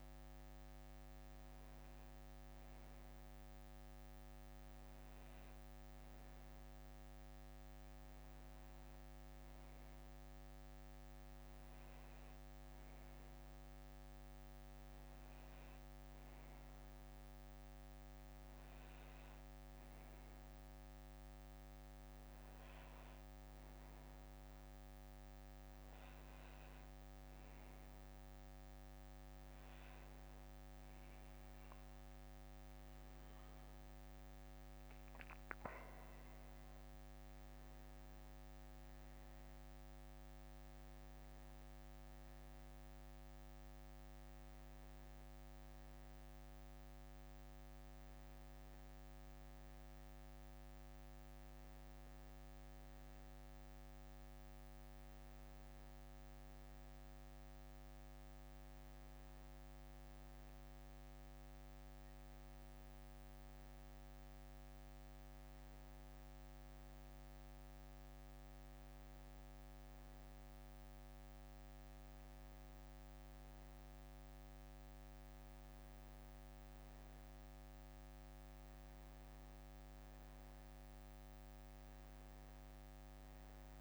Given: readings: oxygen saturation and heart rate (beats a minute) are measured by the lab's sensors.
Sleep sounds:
breathing in sleep, hard to hear, by a microphone on the trachea; none
16.50-25.50 s: bradycardia (device-marked, heart rate 64 before, 50 extreme)
49.50-52.50 s: bradycardia (device-marked, heart rate 63 before, 60 extreme)
54.50-60.50 s: bradycardia (device-marked, heart rate 63 before, 58 extreme)
From the record:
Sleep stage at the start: N1 (lightest sleep); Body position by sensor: on the back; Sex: male

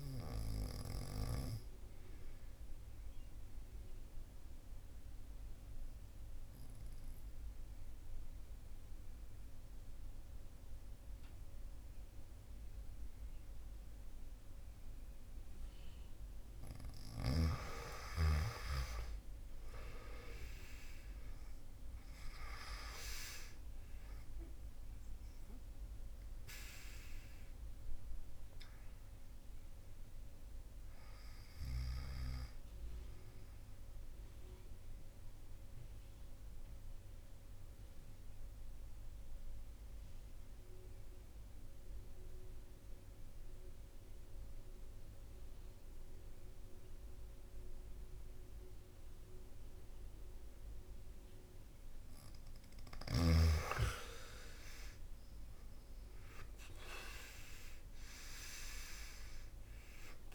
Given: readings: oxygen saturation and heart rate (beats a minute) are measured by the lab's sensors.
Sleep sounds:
breathing in sleep by a room microphone; 2
2.00-17.50 s: obstructive apnea (oxygen 98% before, 89% lowest)
4.00-22.00 s: oxygen desaturation (device-marked, oxygen 98% before, 91% lowest)
22.50-26.50 s: arousal
33.00-52.00 s: mixed apnea (oxygen 97% before, 88% lowest)
38.00-49.00 s: oxygen desaturation (device-marked, oxygen 96% before, 91% lowest)
53.00-58.00 s: arousal
58.00-60.35 s: oxygen desaturation (device-marked, oxygen 97% before, 88% lowest)
From the record:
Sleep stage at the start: N2 (light sleep); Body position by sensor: on the back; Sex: male

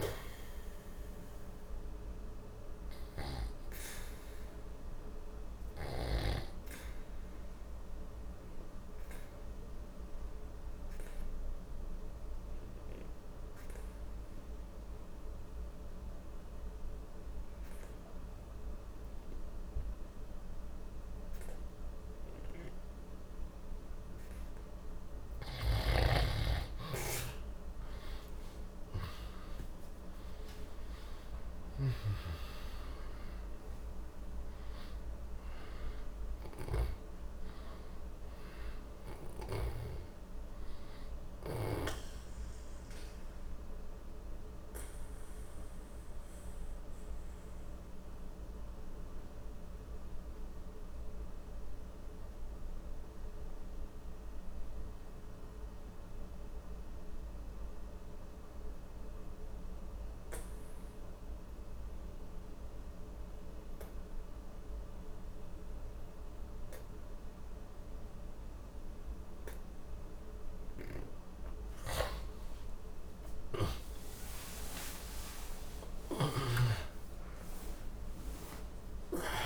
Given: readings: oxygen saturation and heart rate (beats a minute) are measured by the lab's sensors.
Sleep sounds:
breathing in sleep by a room microphone; 2
0.00-6.00 s: snoring (device-marked)
0.00-16.00 s: oxygen desaturation (device-marked, oxygen 88% lowest, heart rate 59 extreme)
1.00-24.50 s: obstructive apnea (oxygen 98% before, 87% lowest, heart rate 66 before, 59 extreme, up 11 after)
25.50-32.00 s: snoring (device-marked)
27.50-32.50 s: arousal
28.00-59.00 s: oxygen desaturation (device-marked, oxygen 98% before, 87% lowest, heart rate 60 before, 60 extreme)
42.00-71.50 s: obstructive apnea (oxygen 98% before, 85% lowest, heart rate 65 before, 60 extreme, up 21 after)
70.00-79.46 s: oxygen desaturation (device-marked, oxygen 98% before, 85% lowest, heart rate 60 before, 61 extreme)
72.00-76.00 s: arousal
From the record:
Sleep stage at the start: N2 (light sleep); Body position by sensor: on the back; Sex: male

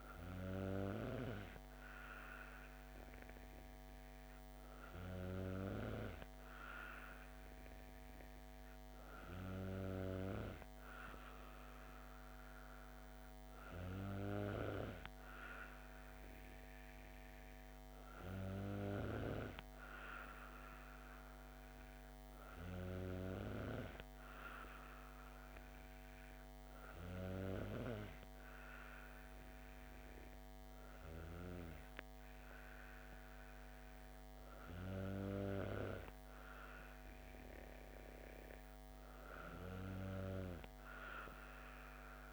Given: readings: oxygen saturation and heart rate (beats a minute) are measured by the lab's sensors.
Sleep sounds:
breathing in sleep by a microphone on the trachea; none
none scored
From the record:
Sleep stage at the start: N2 (light sleep); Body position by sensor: on the back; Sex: female

